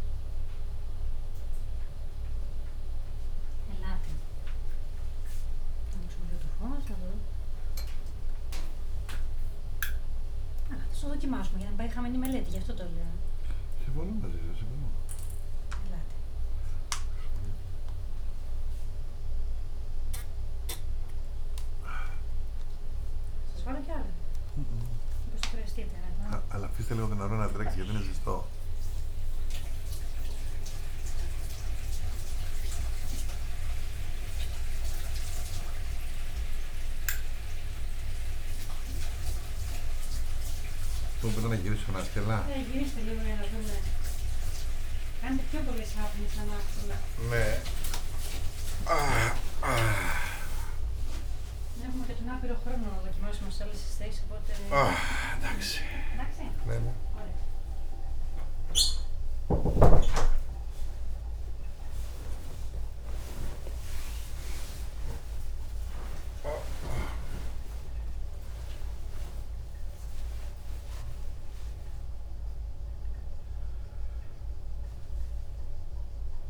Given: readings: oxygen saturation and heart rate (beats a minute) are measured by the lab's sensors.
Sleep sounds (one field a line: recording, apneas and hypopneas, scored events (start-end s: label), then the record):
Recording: a person awake in a sleep study, by a room microphone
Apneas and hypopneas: none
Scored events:
0.00-7.00 s: drop in pulse transit time (device-marked, heart rate 93 extreme)
31.00-42.00 s: drop in pulse transit time (device-marked, heart rate 96 before, 97 extreme)
45.00-75.00 s: tachycardia (device-marked, heart rate 97 before, 149 extreme)
48.00-50.00 s: long interval between heartbeats (device-marked, heart rate 98 before, 105 extreme)
49.50-55.50 s: snoring (device-marked)
50.00-52.00 s: long interval between heartbeats (device-marked, heart rate 99 before, 116 extreme)
52.00-54.00 s: long interval between heartbeats (device-marked, heart rate 102 before, 146 extreme)
54.00-65.00 s: oxygen desaturation (device-marked, oxygen 98% before, 95% lowest, heart rate 107 before, 88 extreme)
55.00-57.00 s: drop in pulse transit time (device-marked, heart rate 109 before, 140 extreme)
56.00-58.00 s: long interval between heartbeats (device-marked, heart rate 111 before, 118 extreme)
63.00-65.00 s: long interval between heartbeats (device-marked, heart rate 118 before, 121 extreme)
66.00-68.00 s: long interval between heartbeats (device-marked, heart rate 122 before, 127 extreme)
68.00-76.50 s: drop in pulse transit time (device-marked, heart rate 125 before, 88 extreme)
70.50-72.50 s: long interval between heartbeats (device-marked, heart rate 126 before, 129 extreme)
73.00-76.00 s: oxygen desaturation (device-marked, oxygen 98% before, 95% lowest, heart rate 126 before, 87 extreme)
From the record:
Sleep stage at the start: awake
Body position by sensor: on the right side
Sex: male